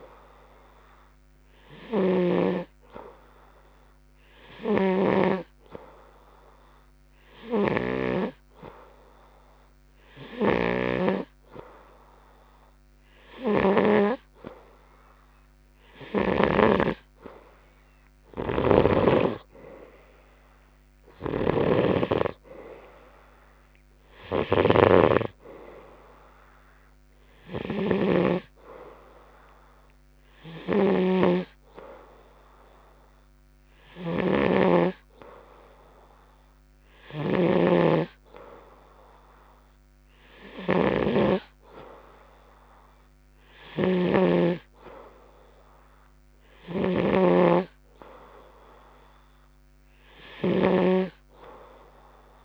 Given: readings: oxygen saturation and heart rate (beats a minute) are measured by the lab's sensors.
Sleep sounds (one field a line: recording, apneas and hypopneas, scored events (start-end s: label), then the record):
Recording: breathing in sleep by a microphone on the trachea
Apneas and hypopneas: none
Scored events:
0.00-3.00 s: snoring (device-marked)
5.00-8.50 s: snoring (device-marked)
10.50-14.50 s: snoring (device-marked)
21.50-52.45 s: snoring (device-marked)
From the record:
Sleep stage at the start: N2 (light sleep)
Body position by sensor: on the right side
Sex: male